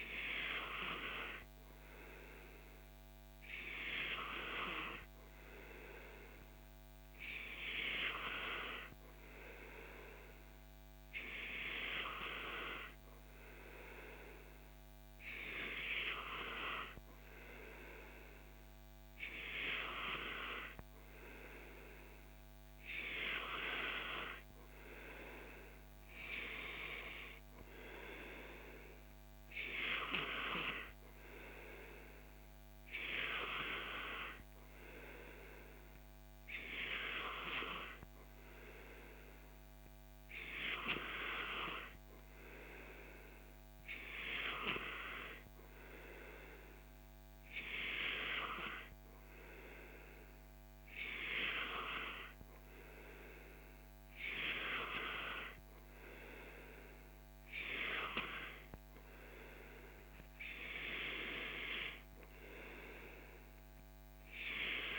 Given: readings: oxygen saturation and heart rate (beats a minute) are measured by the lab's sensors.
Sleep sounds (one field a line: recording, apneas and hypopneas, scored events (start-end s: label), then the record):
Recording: breathing in sleep by a microphone on the trachea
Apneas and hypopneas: none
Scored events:
none scored
From the record:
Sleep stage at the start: N2 (light sleep)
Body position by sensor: on the back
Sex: male